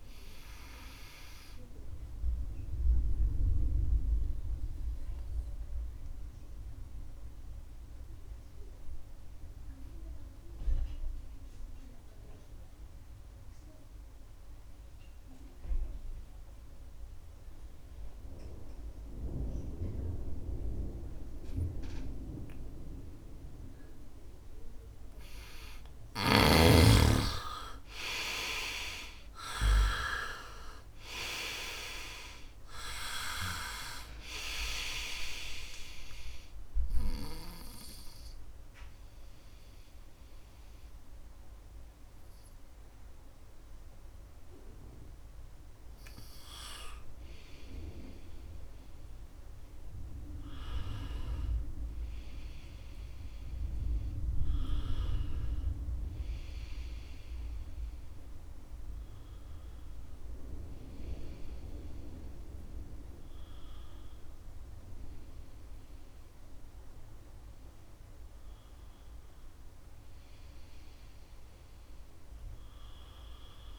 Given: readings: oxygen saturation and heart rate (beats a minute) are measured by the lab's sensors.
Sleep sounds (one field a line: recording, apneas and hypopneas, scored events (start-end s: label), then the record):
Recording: breathing in sleep by a room microphone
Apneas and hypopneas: 2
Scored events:
0.00-1.00 s: long interval between heartbeats (device-marked, heart rate 81 extreme)
0.00-17.00 s: oxygen desaturation (device-marked, oxygen 85% lowest, heart rate 67 extreme)
0.50-24.50 s: obstructive apnea (oxygen 99% before, 85% lowest, heart rate 70 before, 66 extreme, up 7 after)
24.00-26.00 s: long interval between heartbeats (device-marked, heart rate 72 before, 79 extreme)
26.50-31.00 s: arousal
28.00-54.00 s: oxygen desaturation (device-marked, oxygen 99% before, 85% lowest, heart rate 73 before, 66 extreme)
37.00-47.50 s: obstructive apnea (oxygen 99% before, 85% lowest, heart rate 75 before, 66 extreme, up 14 after)
49.50-54.00 s: arousal
From the record:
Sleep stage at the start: N2 (light sleep)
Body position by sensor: on the right side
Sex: male